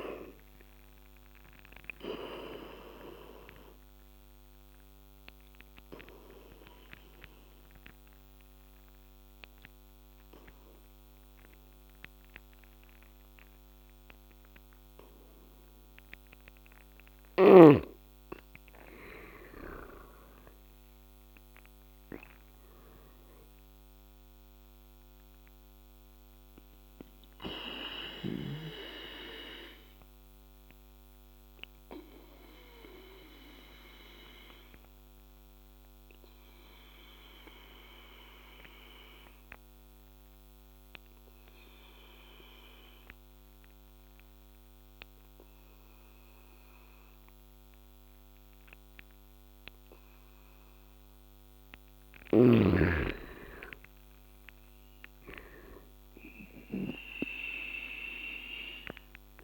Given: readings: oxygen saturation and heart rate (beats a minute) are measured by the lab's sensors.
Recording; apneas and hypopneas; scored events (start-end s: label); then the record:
breathing in sleep by a microphone on the trachea; 2
1.50-15.50 s: obstructive apnea (oxygen 100% before, 87% lowest, heart rate 80 before, 66 extreme, up 16 after)
7.00-16.00 s: oxygen desaturation (device-marked, oxygen 95% before, 90% lowest, heart rate 81 before, 69 extreme)
17.50-22.50 s: arousal
26.00-46.00 s: oxygen desaturation (device-marked, oxygen 99% before, 87% lowest, heart rate 74 before, 71 extreme)
26.00-50.50 s: obstructive apnea (oxygen 99% before, 83% lowest, heart rate 74 before, 71 extreme, up 10 after)
52.50-56.00 s: arousal
54.00-59.44 s: oxygen desaturation (device-marked, oxygen 99% before, 86% lowest, heart rate 74 before, 66 extreme)
From the record:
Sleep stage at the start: N2 (light sleep); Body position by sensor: on the back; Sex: male